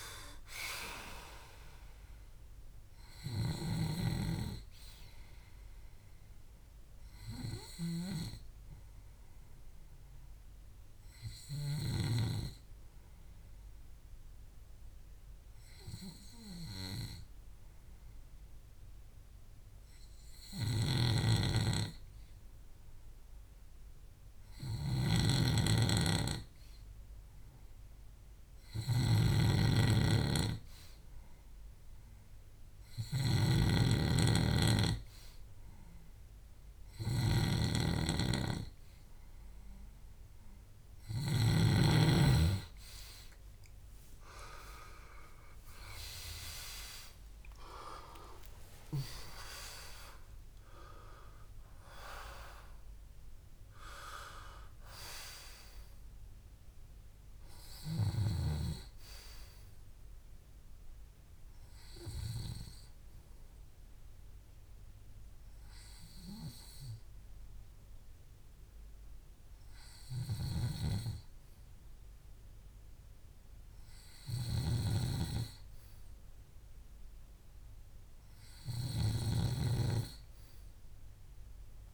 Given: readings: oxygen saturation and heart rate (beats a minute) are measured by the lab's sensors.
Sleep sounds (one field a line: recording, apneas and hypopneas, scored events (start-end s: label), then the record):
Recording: breathing in sleep by a room microphone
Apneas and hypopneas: 1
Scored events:
0.00-23.50 s: oxygen desaturation (device-marked, oxygen 93% lowest, heart rate 62 extreme)
8.00-34.50 s: hypopnea (oxygen 98% before, 92% lowest, heart rate 68 before, 62 extreme, up 3 after)
20.50-41.50 s: snoring (device-marked)
35.50-60.50 s: oxygen desaturation (device-marked, oxygen 98% before, 92% lowest, heart rate 64 before, 62 extreme)
47.00-51.50 s: arousal
79.50-81.94 s: arousal
From the record:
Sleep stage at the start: N2 (light sleep)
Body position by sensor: on the left side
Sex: male